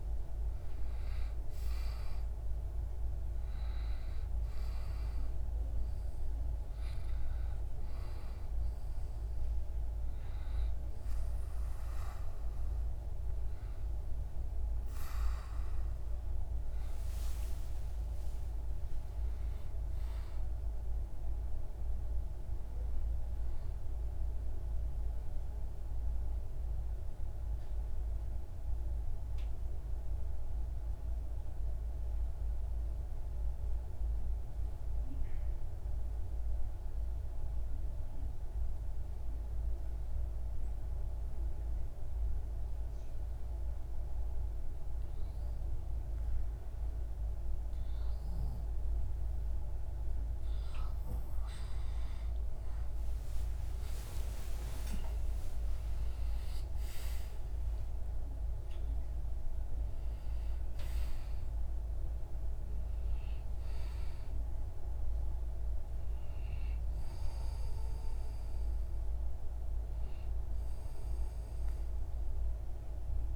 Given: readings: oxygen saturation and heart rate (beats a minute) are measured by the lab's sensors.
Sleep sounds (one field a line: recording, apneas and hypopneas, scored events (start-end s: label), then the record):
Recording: breathing in sleep, hard to hear, by a room microphone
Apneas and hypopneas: 1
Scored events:
16.50-20.00 s: arousal
24.50-48.00 s: obstructive apnea (oxygen 98% before, 92% lowest)
48.00-73.36 s: oxygen desaturation (device-marked, oxygen 97% before, 92% lowest)
51.00-56.00 s: arousal
From the record:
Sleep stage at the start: N2 (light sleep)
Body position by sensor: on the back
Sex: male